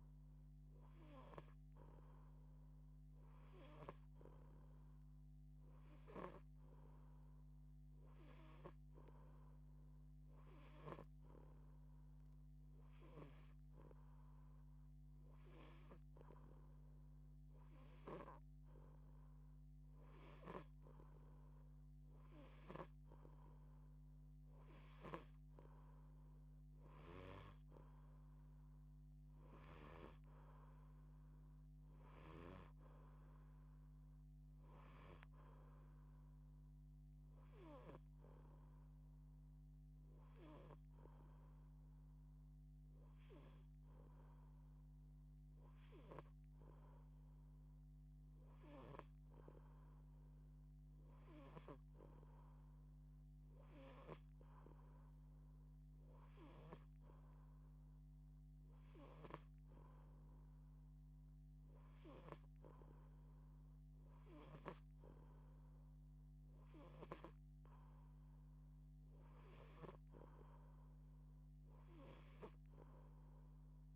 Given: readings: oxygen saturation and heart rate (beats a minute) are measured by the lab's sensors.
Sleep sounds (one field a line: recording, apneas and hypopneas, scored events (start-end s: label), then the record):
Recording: breathing in sleep by a microphone on the trachea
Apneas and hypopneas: none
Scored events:
5.50-10.50 s: snoring (device-marked)
19.50-29.50 s: snoring (device-marked)
From the record:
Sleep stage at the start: N2 (light sleep)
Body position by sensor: on the back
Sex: female